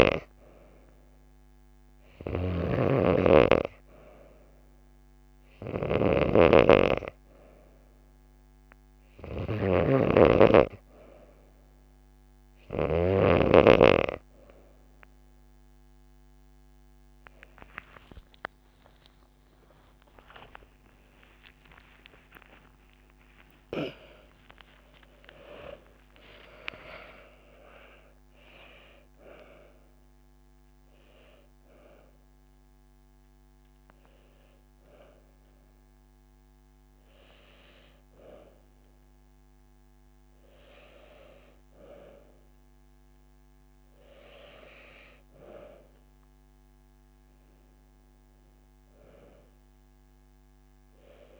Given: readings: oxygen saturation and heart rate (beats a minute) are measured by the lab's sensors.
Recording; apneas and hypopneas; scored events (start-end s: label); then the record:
breathing in sleep by a microphone on the trachea; none
15.00-19.00 s: tachycardia (device-marked)
18.50-20.50 s: long interval between heartbeats (device-marked)
19.00-51.40 s: new sleep stage, N2 (light sleep)
19.50-26.00 s: arousal
From the record:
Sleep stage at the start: N3 (deep sleep); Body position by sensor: on the back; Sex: female